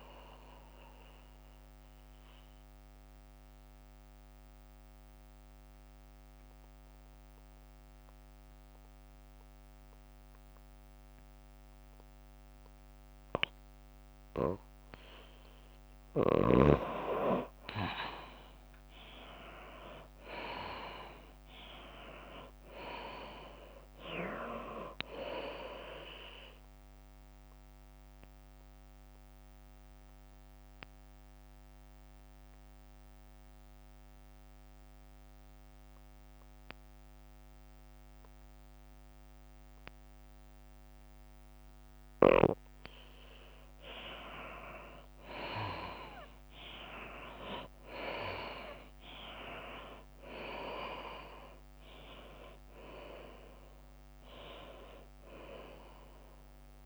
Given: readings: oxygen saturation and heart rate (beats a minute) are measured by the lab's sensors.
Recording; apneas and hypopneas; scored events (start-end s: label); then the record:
breathing in sleep by a microphone on the trachea; 2
0.00-7.50 s: drop in pulse transit time (device-marked, heart rate 93 extreme)
0.00-17.50 s: oxygen desaturation (device-marked, oxygen 80% lowest, heart rate 88 extreme)
2.50-16.50 s: mixed apnea (oxygen 96% before, 80% lowest, heart rate 93 before, 88 extreme, up 9 after)
19.00-23.00 s: arousal
19.50-43.50 s: oxygen desaturation (device-marked, oxygen 97% before, 83% lowest, heart rate 92 before, 87 extreme)
21.50-27.50 s: tachycardia (device-marked, heart rate 88 before, 109 extreme)
23.50-36.50 s: drop in pulse transit time (device-marked, heart rate 91 before, 93 extreme)
24.50-26.50 s: long interval between heartbeats (device-marked, heart rate 91 before, 105 extreme)
28.50-43.50 s: obstructive apnea (oxygen 97% before, 77% lowest, heart rate 94 before, 87 extreme, up 9 after)
45.50-50.50 s: arousal
50.50-56.86 s: oxygen desaturation (device-marked, oxygen 95% before, 83% lowest, heart rate 92 before, 81 extreme)
51.50-56.86 s: drop in pulse transit time (device-marked, heart rate 92 before, 91 extreme)
From the record:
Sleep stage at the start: N2 (light sleep); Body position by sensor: on the back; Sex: female